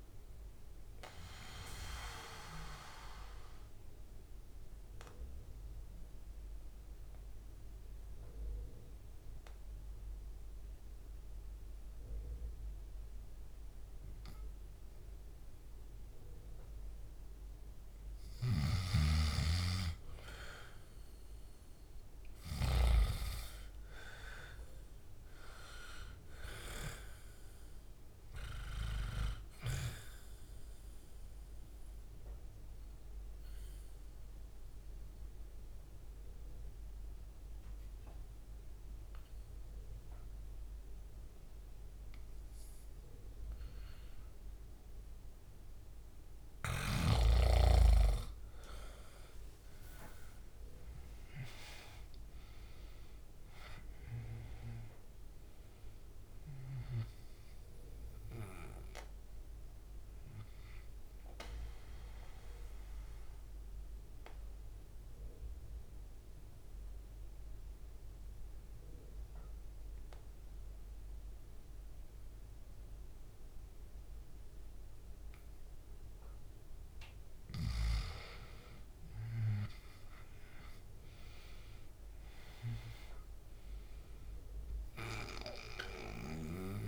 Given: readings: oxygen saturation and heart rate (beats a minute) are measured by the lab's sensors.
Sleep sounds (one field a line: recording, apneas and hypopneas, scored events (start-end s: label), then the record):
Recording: breathing in sleep by a room microphone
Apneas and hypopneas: 3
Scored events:
1.00-17.00 s: obstructive apnea (oxygen 98% before, 89% lowest, heart rate 69 before, 64 extreme, up 5 after)
2.50-19.50 s: oxygen desaturation (device-marked, oxygen 98% before, 90% lowest, heart rate 70 before, 64 extreme)
21.50-25.50 s: arousal
30.00-45.00 s: obstructive apnea (oxygen 98% before, 89% lowest, heart rate 67 before, 64 extreme, up 9 after)
30.50-50.50 s: oxygen desaturation (device-marked, oxygen 98% before, 89% lowest, heart rate 67 before, 64 extreme)
49.00-53.50 s: arousal
57.50-79.50 s: oxygen desaturation (device-marked, oxygen 98% before, 89% lowest, heart rate 69 before, 63 extreme)
60.50-75.50 s: obstructive apnea (oxygen 98% before, 89% lowest, heart rate 71 before, 65 extreme, up 4 after)
79.50-83.50 s: arousal
From the record:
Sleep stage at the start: N2 (light sleep)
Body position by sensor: on the back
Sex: male